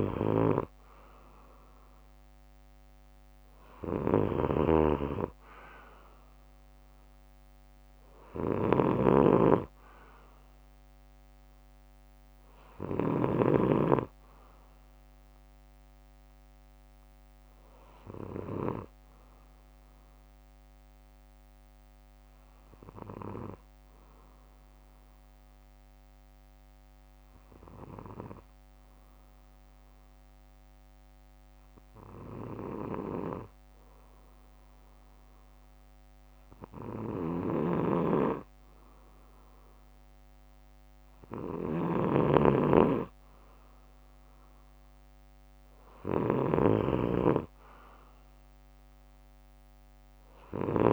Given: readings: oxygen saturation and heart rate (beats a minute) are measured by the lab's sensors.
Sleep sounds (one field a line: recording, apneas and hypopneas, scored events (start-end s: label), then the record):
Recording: breathing in sleep by a microphone on the trachea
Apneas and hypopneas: 1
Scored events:
0.00-13.50 s: snoring (device-marked)
17.50-19.50 s: bradycardia (device-marked, heart rate 64 before, 60 extreme)
23.00-37.00 s: obstructive apnea (oxygen 96% before, 93% lowest, heart rate 64 before, 56 extreme, up 10 after)
27.50-29.50 s: bradycardia (device-marked, heart rate 64 before, 61 extreme)
32.50-34.50 s: bradycardia (device-marked, heart rate 64 before, 61 extreme)
37.50-50.93 s: snoring (device-marked)
45.00-48.50 s: arousal
From the record:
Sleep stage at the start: N2 (light sleep)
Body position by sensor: on the back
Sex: male